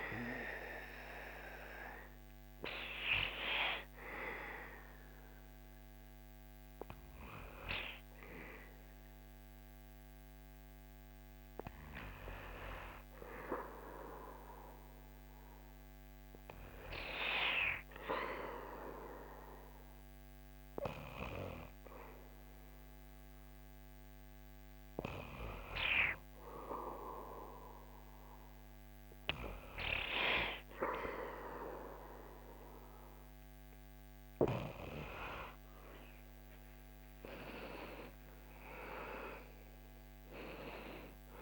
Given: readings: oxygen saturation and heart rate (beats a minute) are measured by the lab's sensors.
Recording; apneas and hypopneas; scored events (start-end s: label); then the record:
breathing in sleep by a microphone on the trachea; 1
0.00-14.50 s: oxygen desaturation (device-marked, oxygen 81% lowest, heart rate 71 extreme)
1.50-14.00 s: hypopnea (oxygen 97% before, 81% lowest, heart rate 78 before, 74 extreme)
15.50-20.00 s: arousal
From the record:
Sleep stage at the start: N2 (light sleep); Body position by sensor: on the back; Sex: male